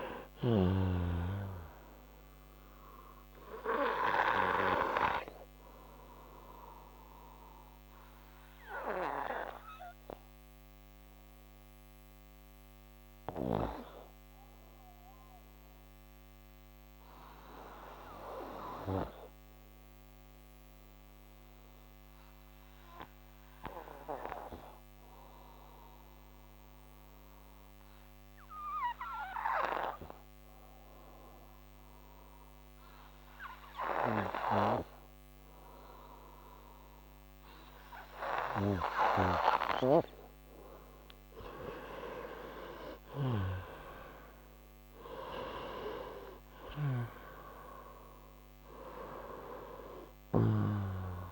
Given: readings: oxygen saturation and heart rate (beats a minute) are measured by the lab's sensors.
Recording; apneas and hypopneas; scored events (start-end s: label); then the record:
breathing in sleep by a microphone on the trachea; 1
0.00-1.00 s: snoring (device-marked)
3.00-27.00 s: oxygen desaturation (device-marked, oxygen 95% before, 87% lowest, heart rate 74 before, 58 extreme)
3.00-39.50 s: obstructive apnea (oxygen 97% before, 87% lowest, heart rate 74 before, 55 extreme, up 11 after)
42.00-46.50 s: arousal
From the record:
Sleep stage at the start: N2 (light sleep); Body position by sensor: on the right side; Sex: male